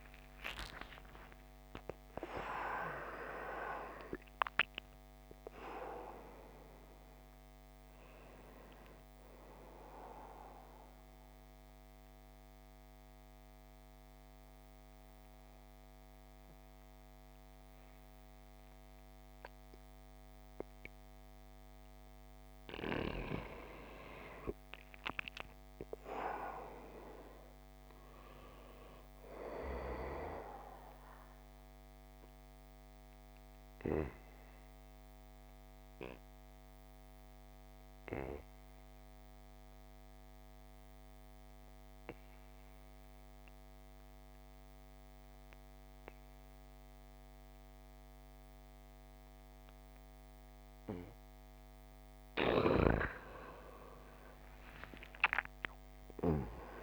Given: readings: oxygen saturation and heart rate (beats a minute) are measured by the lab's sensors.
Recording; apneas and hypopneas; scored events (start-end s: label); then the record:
breathing in sleep by a microphone on the trachea; 2
0.00-25.50 s: oxygen desaturation (device-marked, oxygen 87% lowest)
0.50-30.50 s: new sleep stage, N1 (lightest sleep)
10.00-22.50 s: mixed apnea (oxygen 94% before, 84% lowest, heart rate 69 before, 53 extreme, up 8 after)
25.00-28.50 s: arousal
30.50-56.83 s: new sleep stage, N2 (light sleep)
31.50-51.50 s: obstructive apnea (oxygen 98% before, 84% lowest)
34.50-46.50 s: oxygen desaturation (device-marked, oxygen 98% before, 91% lowest)
53.50-56.83 s: arousal
54.50-56.83 s: oxygen desaturation (device-marked, oxygen 96% before, 84% lowest)
From the record:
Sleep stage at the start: N2 (light sleep); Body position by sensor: on the back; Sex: male